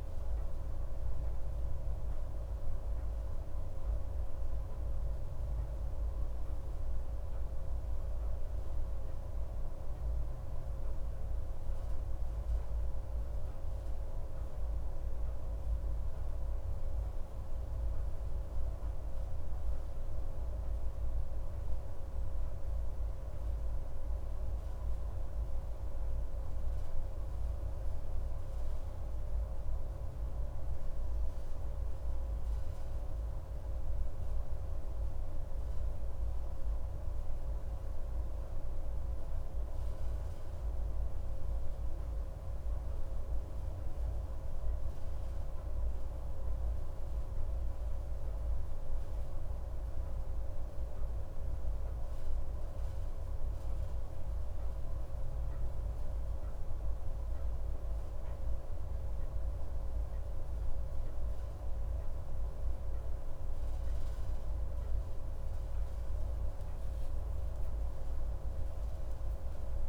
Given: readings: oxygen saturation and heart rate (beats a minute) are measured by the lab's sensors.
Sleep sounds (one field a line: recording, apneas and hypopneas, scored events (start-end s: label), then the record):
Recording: breathing in sleep, hard to hear, by a room microphone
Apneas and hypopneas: 1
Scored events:
37.00-42.00 s: arousal
52.00-64.00 s: hypopnea (oxygen 96% before, 96% lowest)
67.50-69.89 s: arousal
From the record:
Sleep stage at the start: N2 (light sleep)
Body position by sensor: on the right side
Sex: male